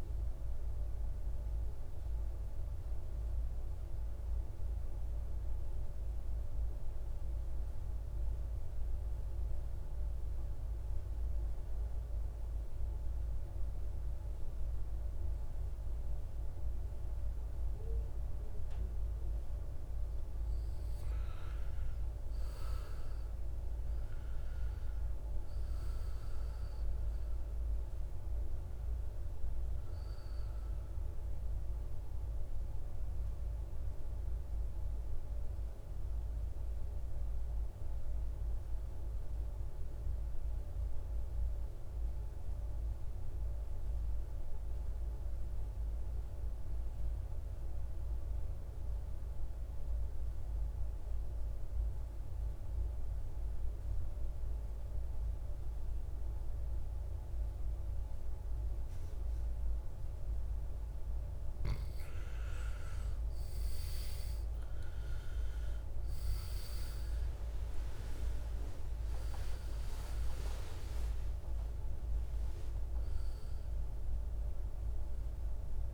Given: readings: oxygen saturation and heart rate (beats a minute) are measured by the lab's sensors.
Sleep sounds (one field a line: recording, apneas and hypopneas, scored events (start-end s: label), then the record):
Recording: breathing in sleep, hard to hear, by a room microphone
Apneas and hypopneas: 2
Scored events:
0.00-8.00 s: oxygen desaturation (device-marked, oxygen 80% lowest, heart rate 55 extreme)
2.50-18.50 s: mixed apnea (oxygen 98% before, 80% lowest, heart rate 70 before, 53 extreme, up 11 after)
22.00-26.00 s: arousal
24.00-48.00 s: oxygen desaturation (device-marked, oxygen 99% before, 86% lowest, heart rate 57 before, 52 extreme)
35.50-60.00 s: mixed apnea (oxygen 99% before, 83% lowest, heart rate 61 before, 52 extreme, up 17 after)
62.00-75.94 s: oxygen desaturation (device-marked, oxygen 98% before, 83% lowest, heart rate 55 before, 56 extreme)
63.00-66.50 s: arousal
From the record:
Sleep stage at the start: N2 (light sleep)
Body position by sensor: on the back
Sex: male